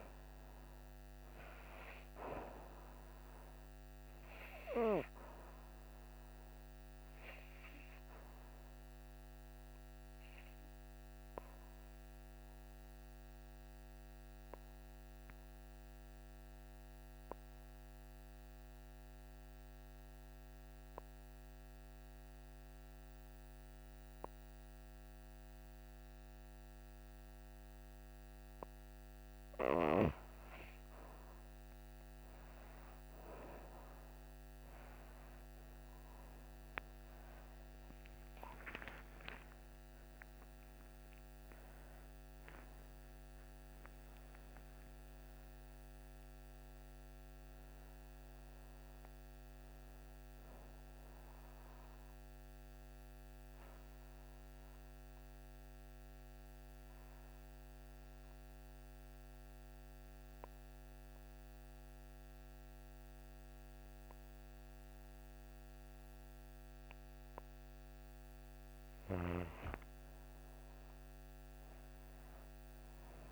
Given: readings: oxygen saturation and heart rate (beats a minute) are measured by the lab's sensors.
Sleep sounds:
breathing in sleep by a microphone on the trachea; 2
0.00-25.50 s: oxygen desaturation (device-marked, oxygen 87% lowest, heart rate 55 extreme)
9.50-30.50 s: obstructive apnea (oxygen 96% before, 87% lowest, heart rate 67 before, 55 extreme, up 15 after)
36.50-42.50 s: oxygen desaturation (device-marked, oxygen 98% before, 93% lowest, heart rate 61 before, 60 extreme)
37.00-42.00 s: arousal
51.50-68.50 s: oxygen desaturation (device-marked, oxygen 94% before, 90% lowest, heart rate 83 before, 59 extreme)
52.00-68.50 s: obstructive apnea (oxygen 98% before, 90% lowest, heart rate 83 before, 59 extreme, up 18 after)
From the record:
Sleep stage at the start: N2 (light sleep); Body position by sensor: on the back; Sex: female

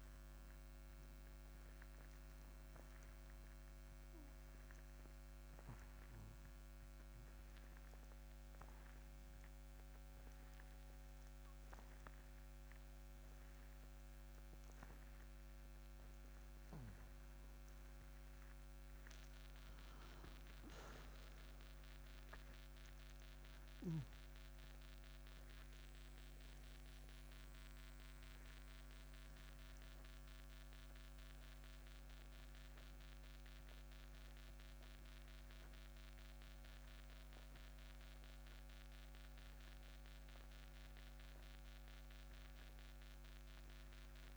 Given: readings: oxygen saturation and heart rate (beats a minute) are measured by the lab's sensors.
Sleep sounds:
breathing in sleep, hard to hear, by a microphone on the trachea; 1
3.00-17.00 s: obstructive apnea (oxygen 96% before, 85% lowest, heart rate 67 before, 60 extreme, up 45 after)
21.50-25.50 s: arousal
From the record:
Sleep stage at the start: N2 (light sleep); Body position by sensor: on the back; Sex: male

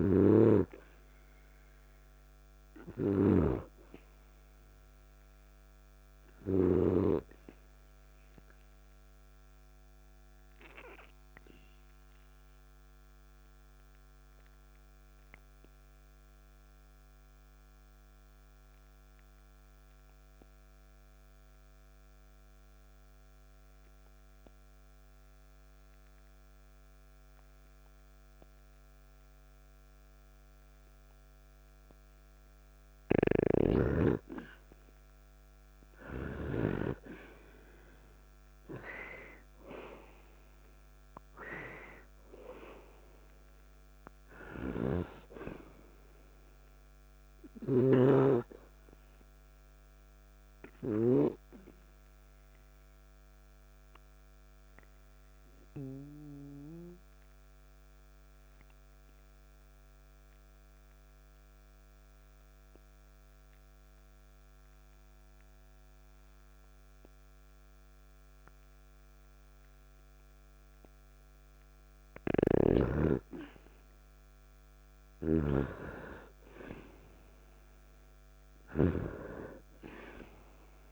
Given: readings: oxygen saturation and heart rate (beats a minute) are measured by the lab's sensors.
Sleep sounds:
breathing in sleep by a microphone on the trachea; 2
0.00-7.00 s: snoring (device-marked)
9.00-32.00 s: obstructive apnea (oxygen 98% before, 91% lowest, heart rate 54 before, 49 extreme, up 0 after)
22.50-35.50 s: oxygen desaturation (device-marked, oxygen 96% before, 92% lowest, heart rate 55 before, 49 extreme)
33.00-36.50 s: snoring (device-marked)
37.00-41.00 s: arousal
44.50-51.00 s: snoring (device-marked)
53.00-71.50 s: obstructive apnea (oxygen 97% before, 91% lowest, heart rate 53 before, 52 extreme, up 0 after)
65.50-75.50 s: oxygen desaturation (device-marked, oxygen 96% before, 91% lowest, heart rate 56 before, 52 extreme)
72.00-80.91 s: snoring (device-marked)
75.00-79.00 s: arousal
From the record:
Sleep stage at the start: N2 (light sleep); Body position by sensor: on the back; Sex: male

